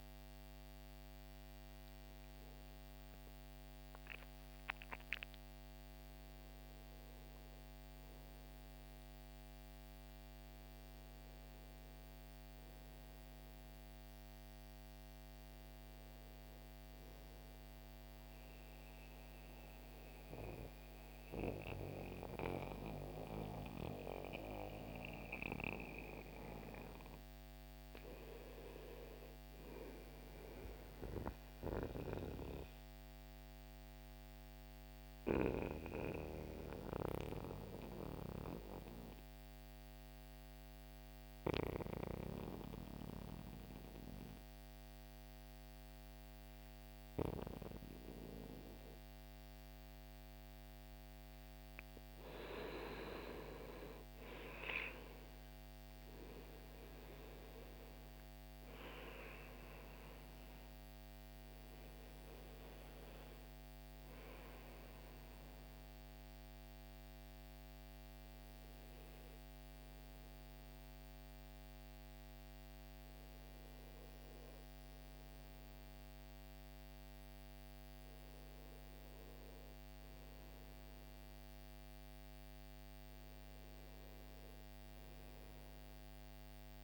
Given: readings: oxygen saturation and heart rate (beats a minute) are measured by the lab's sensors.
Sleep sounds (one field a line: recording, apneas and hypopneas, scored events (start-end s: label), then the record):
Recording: breathing in sleep by a microphone on the trachea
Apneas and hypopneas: 1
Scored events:
0.00-2.50 s: oxygen desaturation (device-marked, oxygen 93% lowest, heart rate 59 extreme)
16.50-24.50 s: oxygen desaturation (device-marked, oxygen 94% before, 89% lowest, heart rate 66 before, 59 extreme)
31.00-49.50 s: mixed apnea (oxygen 98% before, 88% lowest, heart rate 63 before, 59 extreme, up 2 after)
44.50-72.50 s: oxygen desaturation (device-marked, oxygen 98% before, 89% lowest, heart rate 61 before, 60 extreme)
52.50-57.00 s: arousal
81.00-85.00 s: arousal
81.50-86.84 s: oxygen desaturation (device-marked, oxygen 91% before, 88% lowest, heart rate 63 before, 60 extreme)
From the record:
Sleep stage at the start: N2 (light sleep)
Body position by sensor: on the back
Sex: male